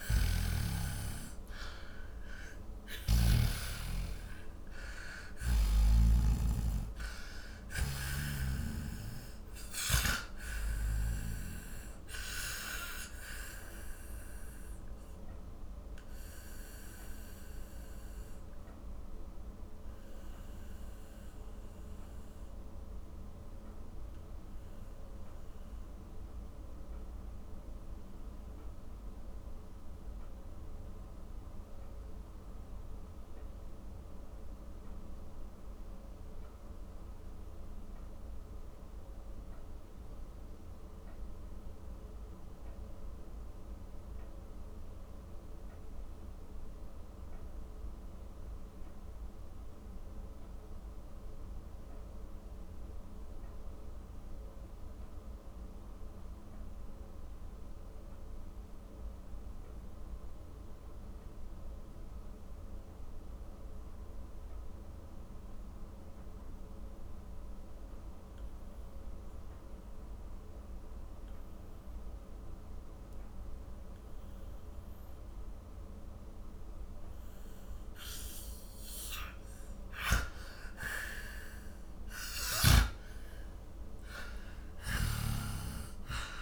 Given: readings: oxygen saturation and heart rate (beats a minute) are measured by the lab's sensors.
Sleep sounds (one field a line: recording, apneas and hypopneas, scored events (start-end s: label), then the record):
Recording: breathing in sleep by a room microphone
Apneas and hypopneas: 1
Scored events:
0.00-3.00 s: arousal
0.00-51.00 s: oxygen desaturation (device-marked, oxygen 81% lowest, heart rate 37 extreme)
13.50-79.00 s: mixed apnea (oxygen 97% before, 78% lowest, heart rate 67 before, 37 extreme, up 15 after)
69.00-86.42 s: oxygen desaturation (device-marked, oxygen 99% before, 78% lowest, heart rate 46 before, 38 extreme)
81.00-86.42 s: arousal
85.00-86.42 s: snoring (device-marked)
From the record:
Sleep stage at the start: N2 (light sleep)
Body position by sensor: on the back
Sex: male